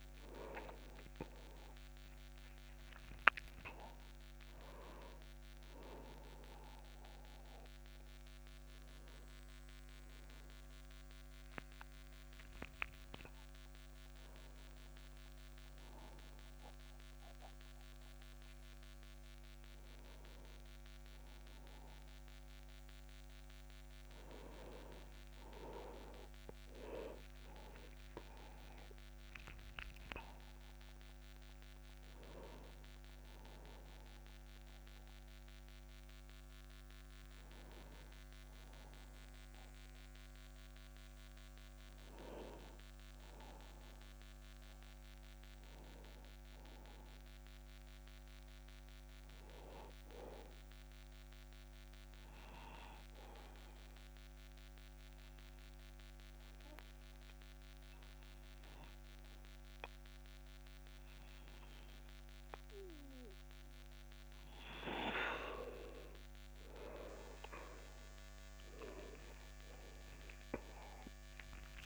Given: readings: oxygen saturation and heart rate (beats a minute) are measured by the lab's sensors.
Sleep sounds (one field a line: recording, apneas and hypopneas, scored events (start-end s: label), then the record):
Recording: breathing in sleep by a microphone on the trachea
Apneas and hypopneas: 1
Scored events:
0.00-2.00 s: arousal
0.00-20.00 s: oxygen desaturation (device-marked, oxygen 86% lowest, heart rate 26 extreme)
44.50-47.50 s: arousal
50.50-63.50 s: obstructive apnea (oxygen 99% before, 92% lowest)
66.50-71.00 s: arousal
From the record:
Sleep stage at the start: N1 (lightest sleep)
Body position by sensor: on the back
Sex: male